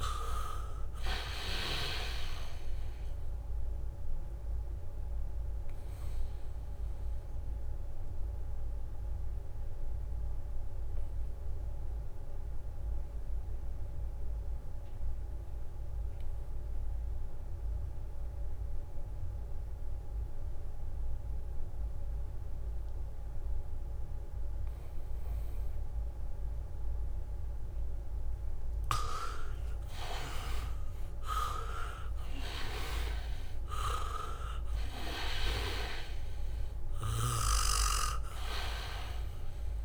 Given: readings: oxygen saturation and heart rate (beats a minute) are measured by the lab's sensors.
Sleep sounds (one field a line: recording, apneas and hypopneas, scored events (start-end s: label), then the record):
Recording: breathing in sleep by a room microphone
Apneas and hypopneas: 1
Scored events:
0.00-1.00 s: arousal
0.00-2.50 s: snoring (device-marked)
0.00-20.00 s: oxygen desaturation (device-marked, oxygen 82% lowest, heart rate 71 extreme)
6.50-26.50 s: obstructive apnea (oxygen 98% before, 79% lowest, heart rate 76 before, 71 extreme, up 0 after)
29.00-39.85 s: oxygen desaturation (device-marked, oxygen 99% before, 79% lowest, heart rate 78 before, 69 extreme)
29.50-31.50 s: long interval between heartbeats (device-marked, heart rate 78 before, 76 extreme)
30.00-34.50 s: arousal
34.00-39.85 s: leg movement (device-marked)
From the record:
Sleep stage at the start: N2 (light sleep)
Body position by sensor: on the back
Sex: male